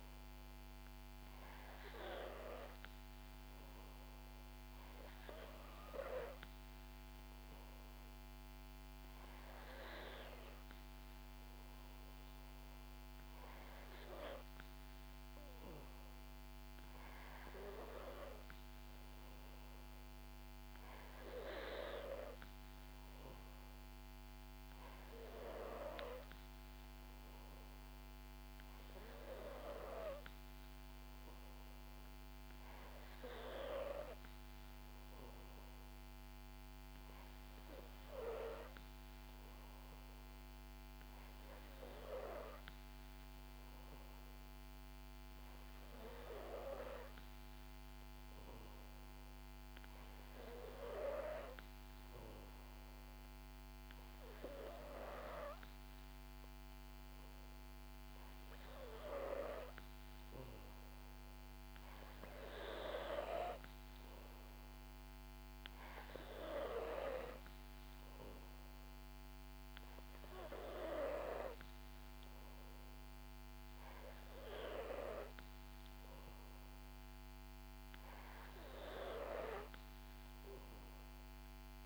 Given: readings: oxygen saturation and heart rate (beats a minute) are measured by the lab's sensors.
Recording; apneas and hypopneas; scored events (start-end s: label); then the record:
breathing in sleep by a microphone on the trachea; none
none scored
From the record:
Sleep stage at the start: N2 (light sleep); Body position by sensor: on the back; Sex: female